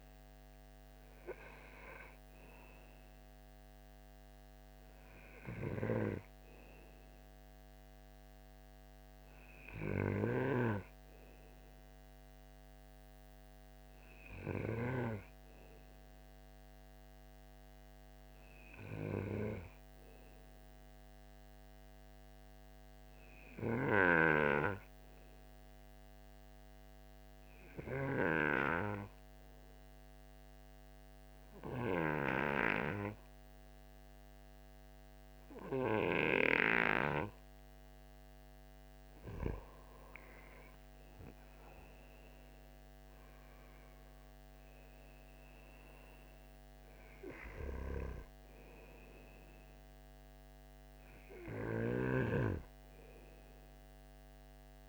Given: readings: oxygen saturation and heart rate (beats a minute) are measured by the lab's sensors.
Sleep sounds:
breathing in sleep by a microphone on the trachea; 1
0.00-15.00 s: oxygen desaturation (device-marked, oxygen 91% lowest, heart rate 52 extreme)
18.00-37.00 s: obstructive apnea (oxygen 97% before, 92% lowest, heart rate 57 before, 53 extreme, up 11 after)
40.50-44.00 s: arousal
47.00-54.89 s: oxygen desaturation (device-marked, oxygen 95% before, 92% lowest, heart rate 57 before, 51 extreme)
From the record:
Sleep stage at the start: N2 (light sleep); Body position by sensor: on the right side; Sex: male

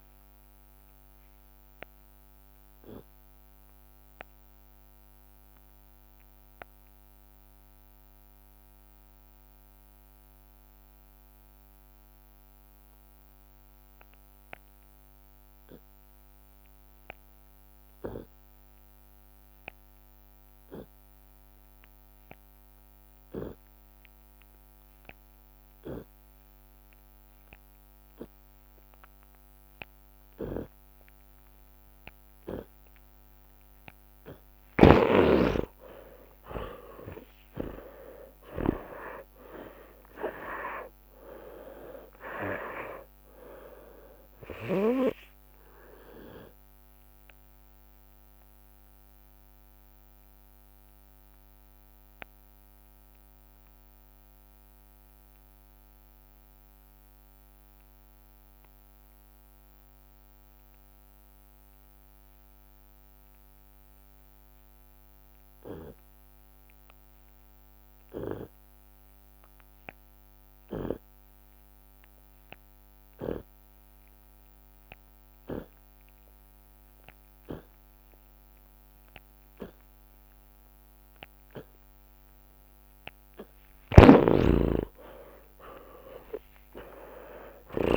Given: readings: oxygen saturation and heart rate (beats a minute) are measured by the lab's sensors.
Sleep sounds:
breathing in sleep by a microphone on the trachea; 2
0.00-5.50 s: drop in pulse transit time (device-marked, heart rate 50 extreme)
0.00-20.50 s: oxygen desaturation (device-marked, oxygen 74% lowest)
1.00-34.00 s: obstructive apnea (oxygen 99% before, 71% lowest)
15.00-17.00 s: long interval between heartbeats (device-marked, heart rate 54 before, 67 extreme)
30.00-32.00 s: long interval between heartbeats (device-marked, heart rate 53 before, 62 extreme)
30.50-45.50 s: tachycardia (device-marked, heart rate 74 before, 168 extreme)
33.50-35.50 s: long interval between heartbeats (device-marked, heart rate 63 before, 113 extreme)
34.50-45.00 s: snoring (device-marked)
35.50-40.50 s: arousal
36.50-38.50 s: long interval between heartbeats (device-marked, heart rate 71 before, 141 extreme)
37.50-44.50 s: drop in pulse transit time (device-marked, heart rate 75 before, 134 extreme)
41.50-43.50 s: long interval between heartbeats (device-marked, heart rate 92 before, 134 extreme)
41.50-48.50 s: oxygen desaturation (device-marked, oxygen 97% before, 93% lowest)
43.50-45.50 s: long interval between heartbeats (device-marked, heart rate 101 before, 136 extreme)
46.00-48.00 s: long interval between heartbeats (device-marked, heart rate 109 before, 115 extreme)
46.50 s: drop in pulse transit time (device-marked)
48.00-83.50 s: obstructive apnea (oxygen 98% before, 71% lowest)
50.50-52.50 s: long interval between heartbeats (device-marked, heart rate 119 before, 36 extreme)
55.50-62.50 s: drop in pulse transit time (device-marked)
55.50-73.50 s: oxygen desaturation (device-marked, oxygen 94% before, 71% lowest, heart rate 106 before, 38 extreme)
61.00-63.00 s: long interval between heartbeats (device-marked, heart rate 76 before, 35 extreme)
61.50-66.50 s: tachycardia (device-marked, heart rate 75 before, 145 extreme)
63.00-65.00 s: long interval between heartbeats (device-marked, heart rate 64 before, 44 extreme)
65.50-67.50 s: long interval between heartbeats (device-marked, heart rate 56 before, 135 extreme)
68.50-70.50 s: long interval between heartbeats (device-marked, heart rate 58 before, 80 extreme)
73.50-75.50 s: long interval between heartbeats (device-marked, heart rate 65 before, 45 extreme)
73.50-86.50 s: drop in pulse transit time (device-marked, heart rate 65 before, 45 extreme)
75.50-77.50 s: long interval between heartbeats (device-marked, heart rate 66 before, 50 extreme)
77.50-79.50 s: long interval between heartbeats (device-marked, heart rate 68 before, 56 extreme)
79.50-81.50 s: long interval between heartbeats (device-marked, heart rate 71 before, 56 extreme)
81.50-83.50 s: long interval between heartbeats (device-marked, heart rate 74 before, 58 extreme)
84.00-87.97 s: snoring (device-marked)
84.50-86.50 s: long interval between heartbeats (device-marked, heart rate 77 before, 86 extreme)
84.50-87.97 s: arousal
From the record:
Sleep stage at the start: N2 (light sleep); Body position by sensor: on the left side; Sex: male

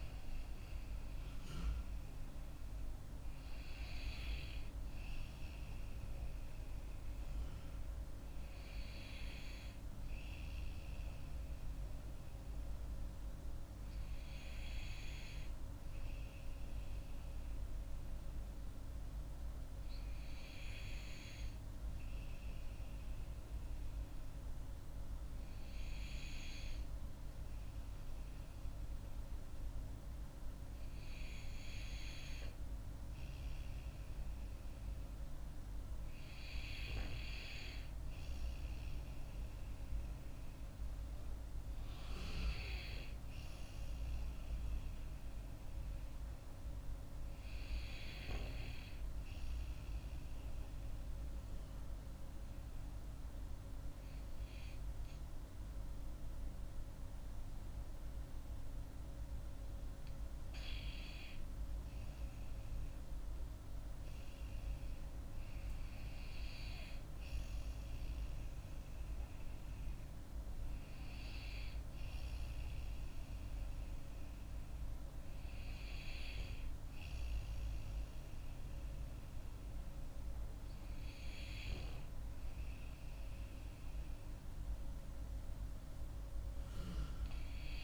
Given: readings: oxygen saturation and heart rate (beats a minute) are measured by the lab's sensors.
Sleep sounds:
breathing in sleep, hard to hear, by a room microphone; 2
13.50-31.00 s: mixed apnea (oxygen 95% before, 92% lowest)
34.50-39.00 s: arousal
50.00-64.00 s: obstructive apnea (oxygen 95% before, 92% lowest)
66.00-69.00 s: arousal
From the record:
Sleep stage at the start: N2 (light sleep); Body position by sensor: on the back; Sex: female

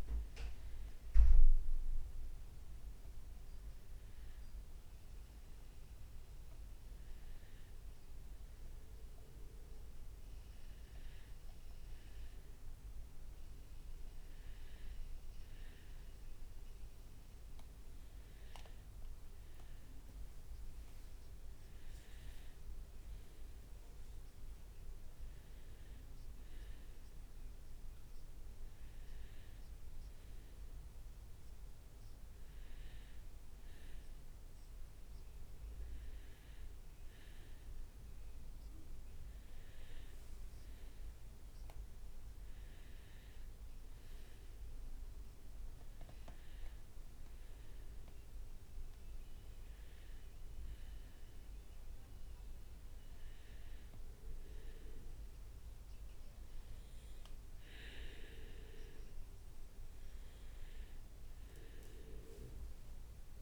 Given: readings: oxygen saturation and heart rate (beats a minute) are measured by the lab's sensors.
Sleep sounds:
breathing in sleep by a room microphone; none
23.00-25.50 s: leg movement (device-marked)
From the record:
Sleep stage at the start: N2 (light sleep); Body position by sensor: on the right side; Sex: male

